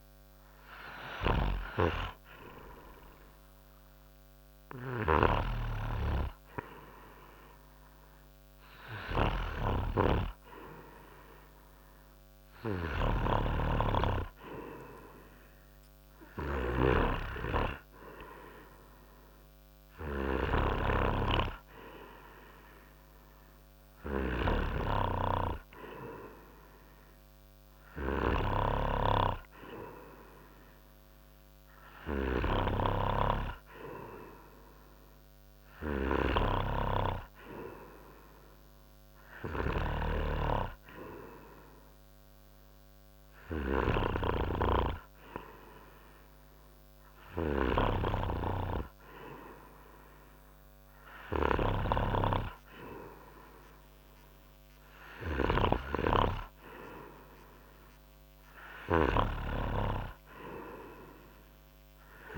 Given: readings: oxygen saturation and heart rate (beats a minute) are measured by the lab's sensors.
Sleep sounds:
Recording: breathing in sleep by a microphone on the trachea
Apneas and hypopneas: none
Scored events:
13.50-17.50 s: snoring (device-marked)
From the record:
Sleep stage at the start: N2 (light sleep)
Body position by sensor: on the front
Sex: male

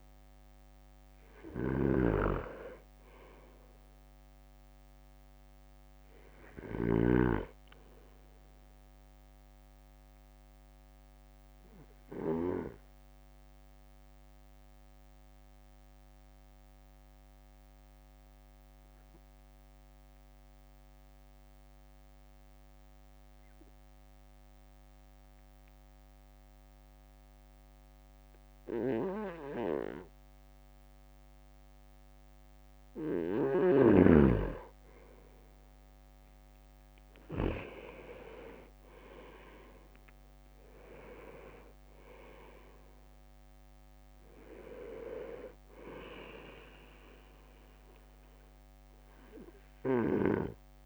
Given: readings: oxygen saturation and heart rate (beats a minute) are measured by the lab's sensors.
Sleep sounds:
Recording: breathing in sleep by a microphone on the trachea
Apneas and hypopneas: 1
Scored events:
0.00-5.00 s: drop in pulse transit time (device-marked, heart rate 57 extreme)
1.50-7.00 s: snoring (device-marked)
8.50-31.50 s: obstructive apnea (oxygen 99% before, 95% lowest, heart rate 58 before, 52 extreme, up 3 after)
35.00-38.00 s: arousal
38.00-50.00 s: drop in pulse transit time (device-marked, heart rate 54 before, 55 extreme)
39.00-41.00 s: leg movement (device-marked)
From the record:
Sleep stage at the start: N2 (light sleep)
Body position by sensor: on the right side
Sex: male

